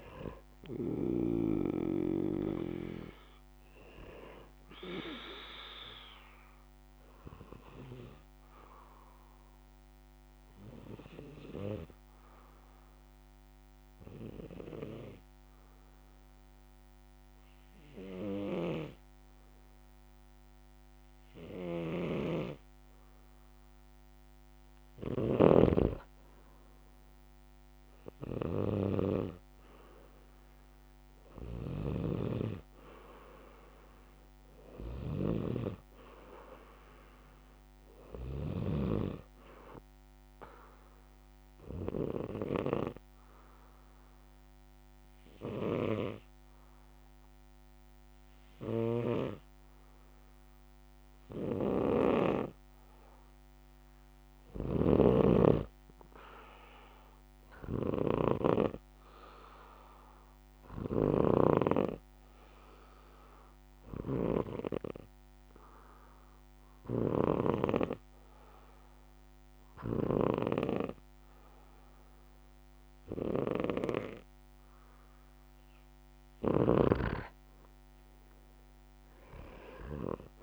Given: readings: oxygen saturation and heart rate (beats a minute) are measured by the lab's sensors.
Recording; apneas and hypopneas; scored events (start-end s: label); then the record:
breathing in sleep by a microphone on the trachea; 3
0.00-1.50 s: snoring (device-marked)
8.00-24.00 s: obstructive apnea (oxygen 97% before, 93% lowest, heart rate 68 before, 64 extreme, up 8 after)
22.00-39.00 s: snoring (device-marked)
26.50-30.50 s: arousal
42.00-53.50 s: obstructive apnea (oxygen 97% before, 93% lowest, heart rate 68 before, 62 extreme, up 6 after)
49.00-70.50 s: snoring (device-marked)
55.50-58.00 s: arousal
59.50-74.50 s: obstructive apnea (oxygen 96% before, 92% lowest, heart rate 69 before, 62 extreme, up 10 after)
77.50-80.43 s: arousal
From the record:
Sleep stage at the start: N2 (light sleep); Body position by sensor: on the back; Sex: male